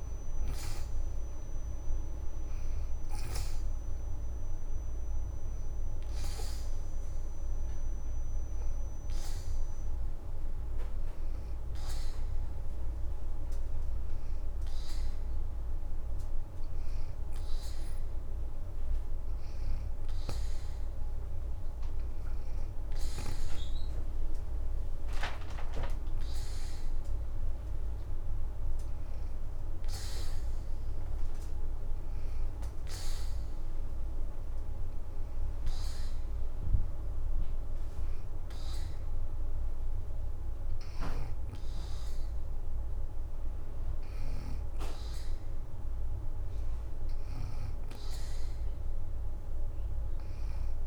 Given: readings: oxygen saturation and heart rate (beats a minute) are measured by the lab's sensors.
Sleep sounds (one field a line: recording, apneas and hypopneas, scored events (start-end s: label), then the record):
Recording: breathing in sleep, hard to hear, by a room microphone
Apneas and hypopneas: 2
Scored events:
1.00-5.00 s: leg movement (device-marked)
9.00-20.00 s: hypopnea (oxygen 93% before, 86% lowest, heart rate 73 before, 79 extreme, up 3 after)
21.50-25.00 s: arousal
23.50-40.50 s: oxygen desaturation (device-marked, oxygen 91% before, 88% lowest, heart rate 81 before, 78 extreme)
34.00-45.50 s: hypopnea (oxygen 92% before, 86% lowest, heart rate 81 before, 78 extreme, up 1 after)
47.00-50.00 s: arousal
48.00-50.50 s: leg movement (device-marked)
From the record:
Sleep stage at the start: N2 (light sleep)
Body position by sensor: on the back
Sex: female